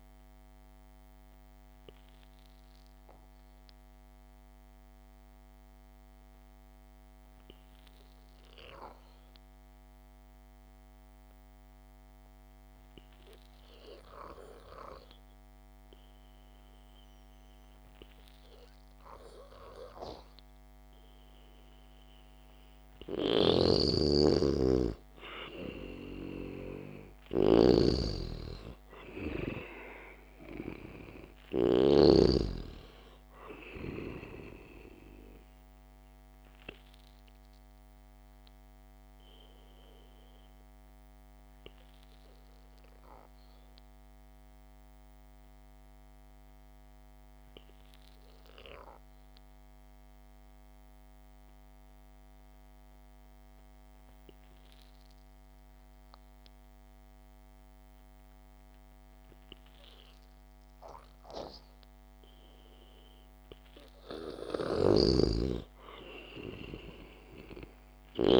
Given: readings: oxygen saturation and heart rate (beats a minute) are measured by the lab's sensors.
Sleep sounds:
breathing in sleep by a microphone on the trachea; 2
1.00-21.50 s: obstructive apnea (oxygen 97% before, 93% lowest, heart rate 59 before, 50 extreme, up 0 after)
23.50-32.00 s: snoring (device-marked)
24.50-28.50 s: arousal
39.50-62.00 s: obstructive apnea (oxygen 98% before, 93% lowest, heart rate 55 before, 50 extreme, up 0 after)
64.50-68.40 s: snoring (device-marked)
65.50-68.40 s: arousal
From the record:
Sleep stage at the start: N2 (light sleep); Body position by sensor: on the back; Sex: male

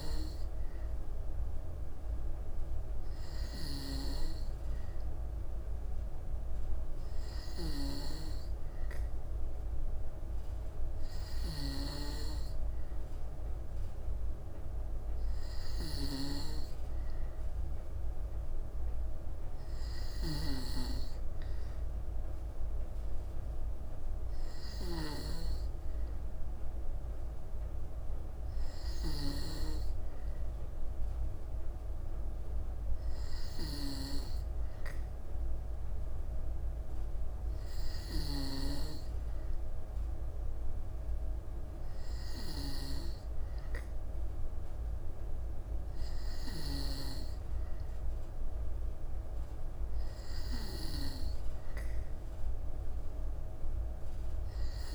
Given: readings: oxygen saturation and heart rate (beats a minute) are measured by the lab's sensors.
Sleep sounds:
breathing in sleep by a room microphone; none
none scored
From the record:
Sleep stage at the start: N2 (light sleep); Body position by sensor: on the back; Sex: female

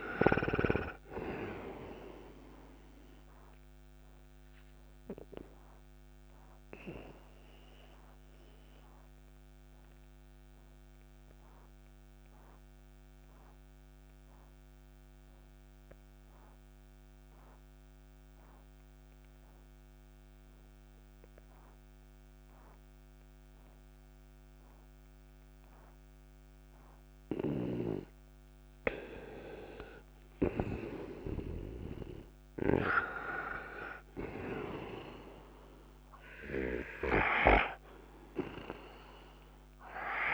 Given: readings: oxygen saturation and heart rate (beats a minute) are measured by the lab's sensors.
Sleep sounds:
breathing in sleep by a microphone on the trachea; 1
0.00-24.50 s: oxygen desaturation (device-marked, oxygen 83% lowest, heart rate 57 extreme)
5.50-28.00 s: obstructive apnea (oxygen 97% before, 83% lowest, heart rate 96 before, 57 extreme, up 14 after)
30.00-33.50 s: arousal
32.50-40.34 s: oxygen desaturation (device-marked, oxygen 98% before, 90% lowest, heart rate 60 before, 60 extreme)
From the record:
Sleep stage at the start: N2 (light sleep); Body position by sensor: on the right side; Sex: male

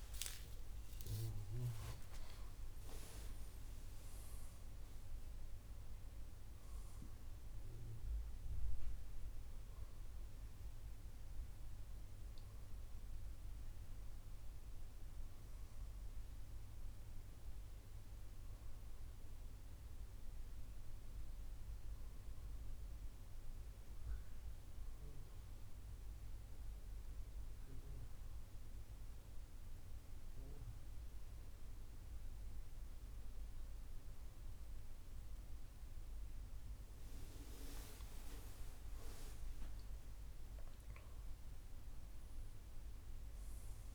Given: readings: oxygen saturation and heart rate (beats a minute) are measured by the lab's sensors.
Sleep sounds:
breathing in sleep by a room microphone; 1
20.50-36.50 s: hypopnea (oxygen 99% before, 94% lowest, heart rate 80 before, 97 extreme, up 37 after)
39.00-43.95 s: arousal
From the record:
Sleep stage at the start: N1 (lightest sleep); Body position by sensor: on the back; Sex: male

